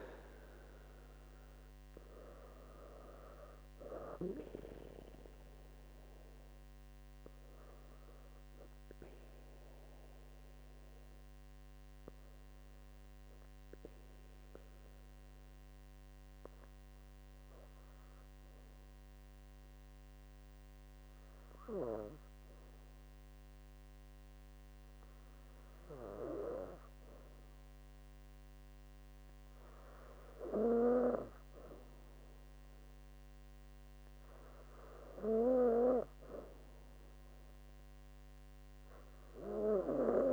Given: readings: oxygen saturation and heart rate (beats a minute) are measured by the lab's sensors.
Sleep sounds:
breathing in sleep by a microphone on the trachea; 1
5.50-33.50 s: obstructive apnea (oxygen 99% before, 94% lowest, heart rate 69 before, 65 extreme, up 2 after)
36.00-39.00 s: arousal
From the record:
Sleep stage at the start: N2 (light sleep); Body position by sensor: on the back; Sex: female

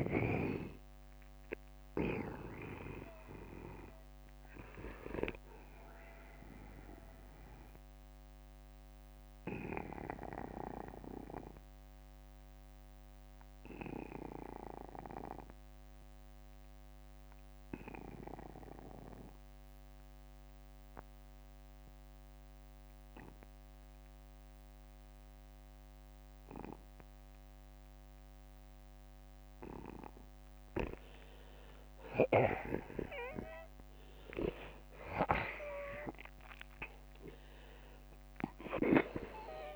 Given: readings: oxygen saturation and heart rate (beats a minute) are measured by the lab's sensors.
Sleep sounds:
breathing in sleep by a microphone on the trachea; 1
0.00-25.00 s: oxygen desaturation (device-marked, oxygen 79% lowest, heart rate 40 extreme)
8.50-29.00 s: obstructive apnea (oxygen 92% before, 79% lowest, heart rate 64 before, 47 extreme, up 23 after)
10.00-12.00 s: long interval between heartbeats (device-marked, heart rate 64 before, 58 extreme)
15.00-17.00 s: long interval between heartbeats (device-marked, heart rate 63 before, 54 extreme)
21.00-23.00 s: long interval between heartbeats (device-marked, heart rate 56 before, 47 extreme)
34.50-39.50 s: arousal
From the record:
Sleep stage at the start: N2 (light sleep); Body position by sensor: on the back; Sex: male

